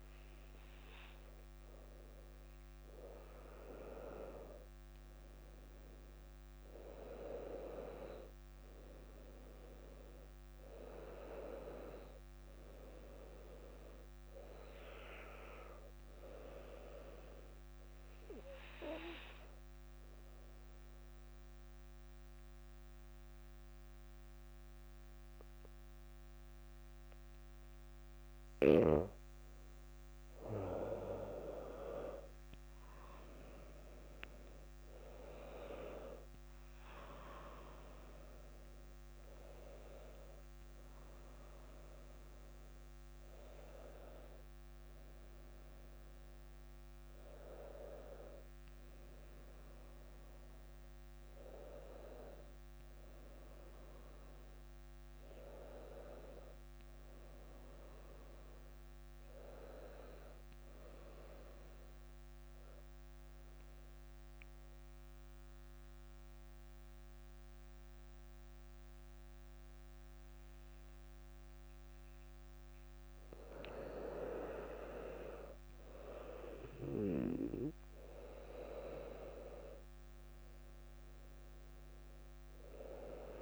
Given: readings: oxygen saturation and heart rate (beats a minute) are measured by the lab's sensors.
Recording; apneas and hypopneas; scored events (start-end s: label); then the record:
breathing in sleep by a microphone on the trachea; 2
18.50-30.00 s: obstructive apnea (oxygen 99% before, 94% lowest, heart rate 59 before, 57 extreme, up 7 after)
34.50-38.50 s: arousal
37.50-57.50 s: oxygen desaturation (device-marked, oxygen 98% before, 94% lowest, heart rate 58 before, 57 extreme)
63.00-74.00 s: central apnea (oxygen 100% before, 95% lowest, heart rate 60 before, 55 extreme, up 4 after)
76.50-80.50 s: arousal
79.50-83.42 s: oxygen desaturation (device-marked, oxygen 99% before, 95% lowest, heart rate 59 before, 55 extreme)
From the record:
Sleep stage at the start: REM sleep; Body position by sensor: on the back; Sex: female